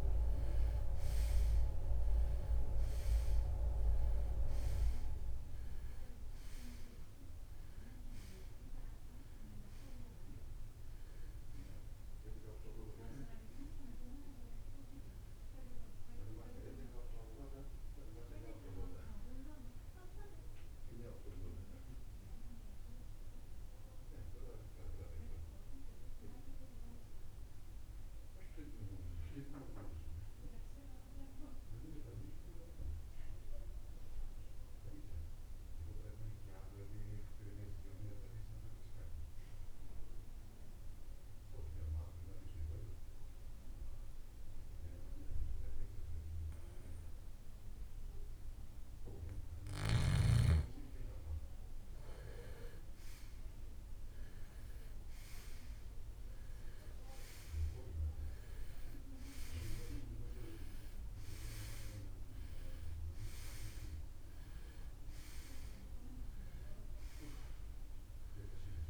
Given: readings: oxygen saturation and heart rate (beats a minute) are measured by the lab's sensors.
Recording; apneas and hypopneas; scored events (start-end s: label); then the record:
breathing in sleep by a room microphone; 1
20.00-45.00 s: oxygen desaturation (device-marked, oxygen 96% before, 84% lowest, heart rate 68 before, 51 extreme)
24.00-49.00 s: mixed apnea (oxygen 97% before, 83% lowest, heart rate 71 before, 51 extreme, up 4 after)
50.00-55.00 s: arousal
66.00-68.90 s: oxygen desaturation (device-marked, oxygen 97% before, 94% lowest, heart rate 57 before, 55 extreme)
From the record:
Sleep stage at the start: REM sleep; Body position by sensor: on the right side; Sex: male